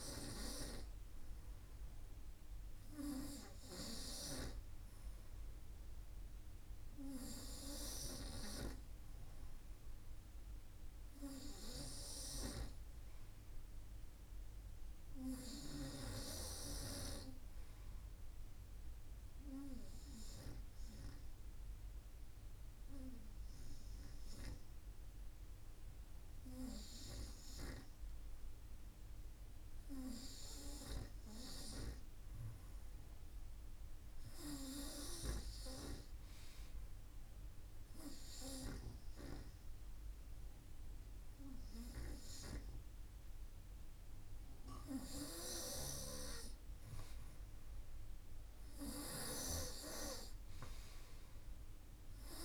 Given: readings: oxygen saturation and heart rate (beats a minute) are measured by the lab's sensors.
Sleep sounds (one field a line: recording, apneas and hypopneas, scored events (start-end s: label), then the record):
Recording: breathing in sleep by a room microphone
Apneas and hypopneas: 1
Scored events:
19.50-30.00 s: obstructive apnea (oxygen 96% before, 91% lowest, heart rate 53 before, 51 extreme, up 0 after)
34.00-38.00 s: arousal
44.50-52.45 s: oxygen desaturation (device-marked, oxygen 94% before, 91% lowest, heart rate 51 before, 51 extreme)
44.50-52.45 s: snoring (device-marked)
From the record:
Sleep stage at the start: N2 (light sleep)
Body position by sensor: on the front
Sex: male